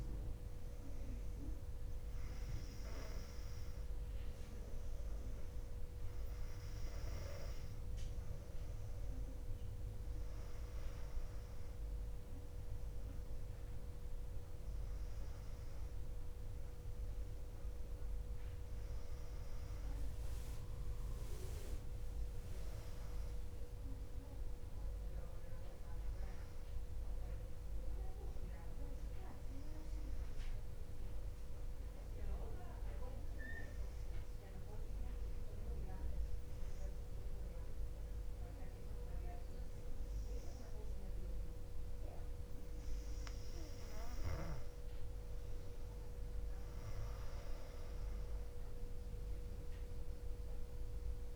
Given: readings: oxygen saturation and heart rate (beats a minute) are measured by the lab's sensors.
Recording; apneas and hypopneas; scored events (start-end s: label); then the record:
breathing in sleep, hard to hear, by a room microphone; 1
33.00-44.00 s: obstructive apnea (oxygen 98% before, 93% lowest, heart rate 60 before, 59 extreme, up 1 after)
From the record:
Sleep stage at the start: N2 (light sleep); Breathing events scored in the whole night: 226 in 3.5 hours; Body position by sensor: on the back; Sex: female